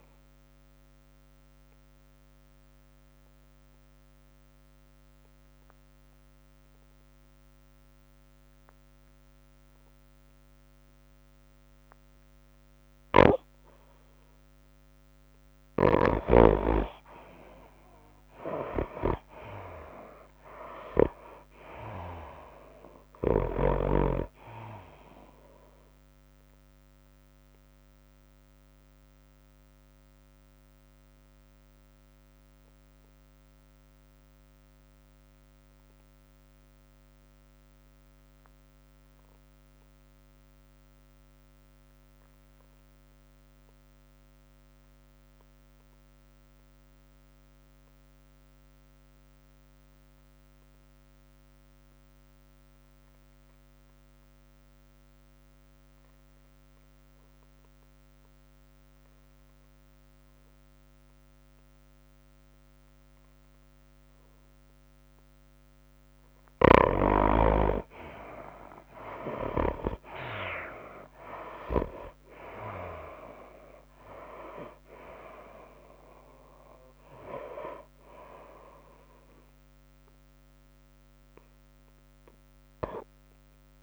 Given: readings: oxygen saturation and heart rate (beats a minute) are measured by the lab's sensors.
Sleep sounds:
breathing in sleep by a microphone on the trachea; 2
0.00-4.50 s: drop in pulse transit time (device-marked, heart rate 100 extreme)
0.00-7.50 s: tachycardia (device-marked, heart rate 106 extreme)
0.00-9.50 s: oxygen desaturation (device-marked, oxygen 75% lowest, heart rate 93 extreme)
1.00-15.00 s: obstructive apnea (oxygen 95% before, 73% lowest, heart rate 99 before, 96 extreme, up 3 after)
9.50-69.50 s: new sleep stage, N3 (deep sleep)
14.50-37.50 s: oxygen desaturation (device-marked, oxygen 99% before, 80% lowest, heart rate 103 before, 63 extreme)
18.00-22.00 s: arousal
20.50-31.50 s: tachycardia (device-marked, heart rate 97 before, 104 extreme)
24.50-37.50 s: drop in pulse transit time (device-marked, heart rate 100 before, 99 extreme)
27.50-65.50 s: obstructive apnea (oxygen 99% before, 69% lowest, heart rate 100 before, 63 extreme, up 35 after)
47.50-77.50 s: oxygen desaturation (device-marked, oxygen 98% before, 73% lowest, heart rate 99 before, 63 extreme)
69.50-83.83 s: new sleep stage, N2 (light sleep)
70.50-83.83 s: tachycardia (device-marked, heart rate 96 before, 109 extreme)
71.00-75.00 s: arousal
71.50-83.83 s: drop in pulse transit time (device-marked, heart rate 70 before, 94 extreme)
79.50-83.83 s: oxygen desaturation (device-marked, oxygen 79% before, 69% lowest, heart rate 84 before, 91 extreme)
From the record:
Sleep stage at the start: N2 (light sleep); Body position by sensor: on the right side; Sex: female

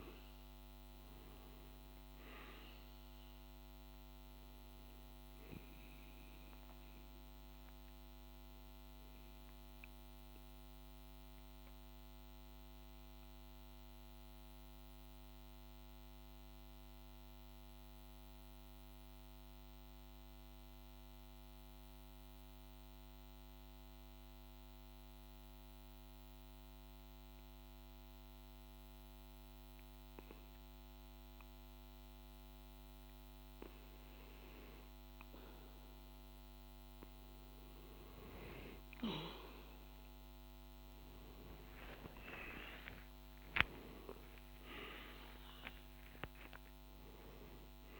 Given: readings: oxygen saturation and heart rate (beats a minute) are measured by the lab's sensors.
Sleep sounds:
breathing in sleep by a microphone on the trachea; 1
0.00-14.00 s: oxygen desaturation (device-marked, oxygen 90% lowest, heart rate 49 extreme)
13.00-33.00 s: mixed apnea (oxygen 96% before, 90% lowest, heart rate 53 before, 49 extreme, up 3 after)
33.00-48.00 s: oxygen desaturation (device-marked, oxygen 98% before, 90% lowest, heart rate 50 before, 49 extreme)
40.00-46.00 s: arousal
From the record:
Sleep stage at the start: N2 (light sleep); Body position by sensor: on the back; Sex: male

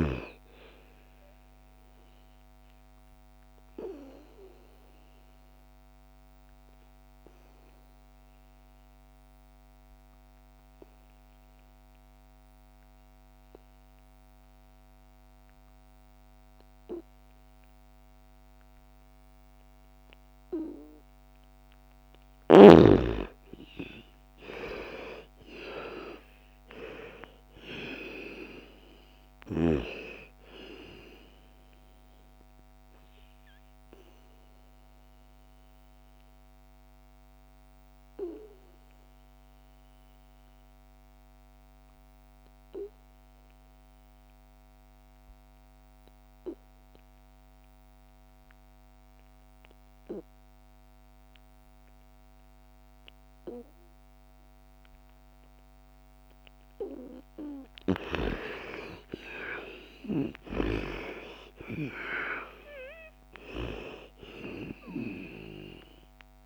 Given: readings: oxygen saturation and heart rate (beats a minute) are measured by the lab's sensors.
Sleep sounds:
breathing in sleep by a microphone on the trachea; 2
0.00-11.00 s: oxygen desaturation (device-marked, oxygen 87% lowest, heart rate 55 extreme)
3.00-20.00 s: obstructive apnea (oxygen 99% before, 80% lowest, heart rate 62 before, 54 extreme, up 11 after)
22.00-43.00 s: oxygen desaturation (device-marked, oxygen 98% before, 84% lowest, heart rate 63 before, 54 extreme)
23.00-27.50 s: arousal
32.50-56.00 s: obstructive apnea (oxygen 98% before, 80% lowest, heart rate 61 before, 54 extreme, up 14 after)
55.00-66.46 s: oxygen desaturation (device-marked, oxygen 99% before, 80% lowest, heart rate 57 before, 55 extreme)
58.00-62.50 s: arousal
From the record:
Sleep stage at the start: N2 (light sleep); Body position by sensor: on the back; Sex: female

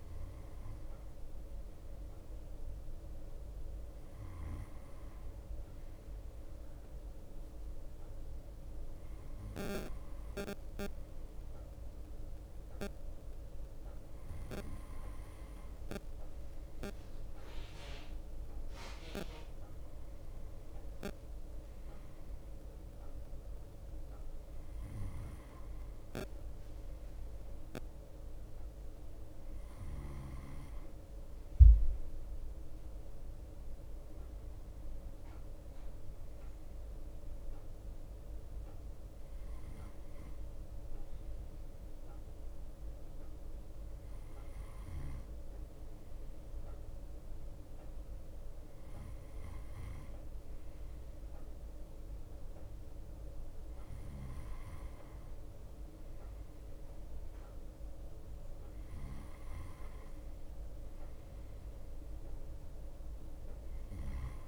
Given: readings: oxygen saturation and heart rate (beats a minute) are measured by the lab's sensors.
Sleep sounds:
breathing in sleep by a room microphone; none
0.00-64.48 s: bradycardia (device-marked)
0.50-2.50 s: long interval between heartbeats (device-marked)
4.00-14.00 s: drop in pulse transit time (device-marked)
8.50-10.50 s: long interval between heartbeats (device-marked)
14.00-16.00 s: long interval between heartbeats (device-marked)
19.00-21.00 s: long interval between heartbeats (device-marked)
25.00-29.00 s: drop in pulse transit time (device-marked)
31.00-45.00 s: drop in pulse transit time (device-marked)
35.50-37.50 s: long interval between heartbeats (device-marked)
39.00-41.00 s: long interval between heartbeats (device-marked, heart rate 30 before, 38 extreme)
43.00-45.00 s: long interval between heartbeats (device-marked)
56.00-61.00 s: drop in pulse transit time (device-marked)
58.50-60.50 s: long interval between heartbeats (device-marked)
From the record:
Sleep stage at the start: N2 (light sleep); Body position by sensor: on the right side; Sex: male

